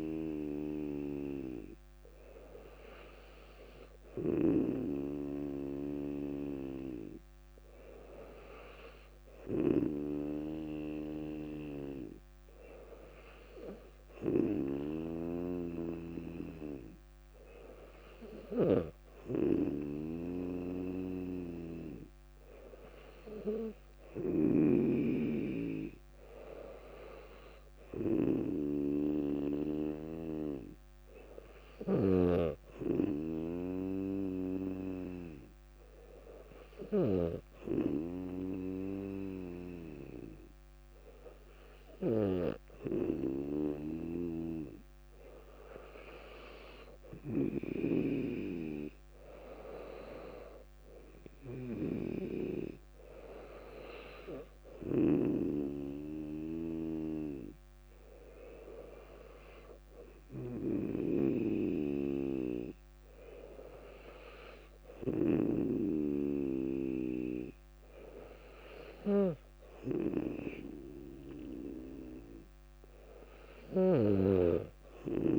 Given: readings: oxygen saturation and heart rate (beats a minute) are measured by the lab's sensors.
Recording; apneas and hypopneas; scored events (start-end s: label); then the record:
breathing in sleep by a microphone on the trachea; none
none scored
From the record:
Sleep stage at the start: N2 (light sleep); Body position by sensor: on the back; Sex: female